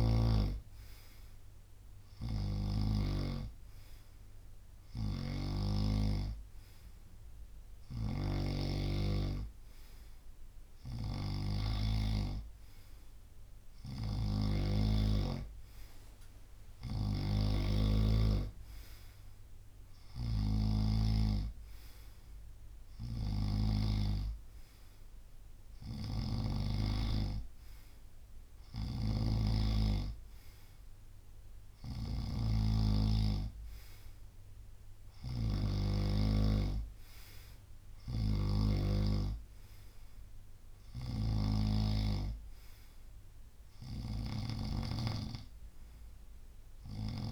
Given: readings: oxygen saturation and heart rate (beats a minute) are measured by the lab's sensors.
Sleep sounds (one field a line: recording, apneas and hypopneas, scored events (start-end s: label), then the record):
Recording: breathing in sleep by a room microphone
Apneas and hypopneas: none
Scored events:
0.00-3.00 s: snoring (device-marked)
5.00-7.00 s: long interval between heartbeats (device-marked, heart rate 71 before, 69 extreme)
5.00-12.00 s: snoring (device-marked)
15.00-23.00 s: drop in pulse transit time (device-marked, heart rate 72 before, 73 extreme)
16.50-26.50 s: snoring (device-marked)
28.50-47.32 s: snoring (device-marked)
33.00-44.00 s: drop in pulse transit time (device-marked, heart rate 73 before, 68 extreme)
From the record:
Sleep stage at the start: N2 (light sleep)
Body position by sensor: on the right side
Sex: male